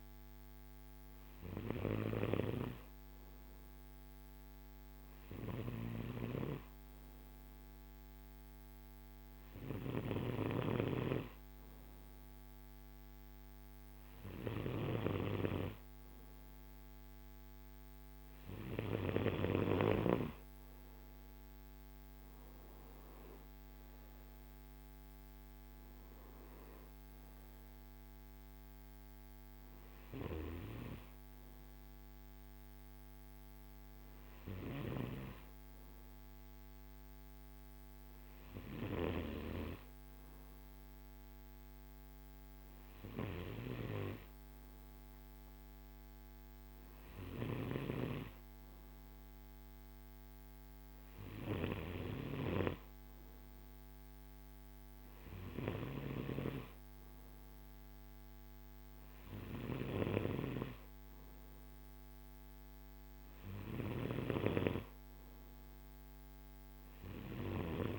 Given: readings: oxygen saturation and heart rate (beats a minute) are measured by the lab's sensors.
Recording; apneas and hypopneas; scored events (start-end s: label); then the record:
breathing in sleep by a microphone on the trachea; none
none scored
From the record:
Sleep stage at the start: N2 (light sleep); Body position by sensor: on the right side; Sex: male